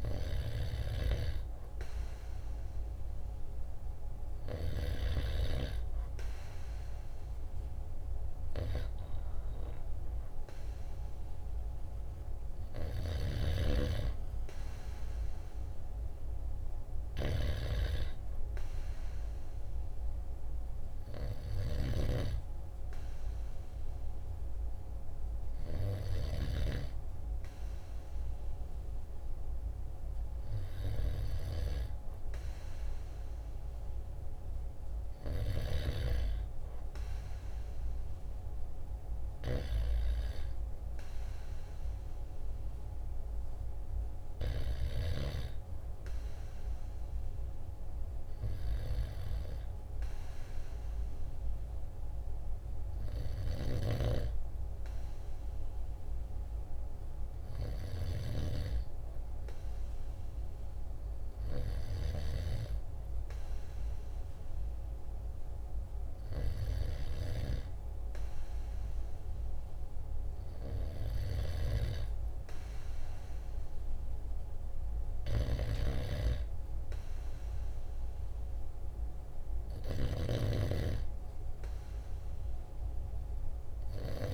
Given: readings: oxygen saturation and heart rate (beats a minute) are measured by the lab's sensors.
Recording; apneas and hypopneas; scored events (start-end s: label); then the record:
breathing in sleep by a room microphone; none
0.00-1.50 s: arousal
From the record:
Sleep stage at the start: N2 (light sleep); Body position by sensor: on the right side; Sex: male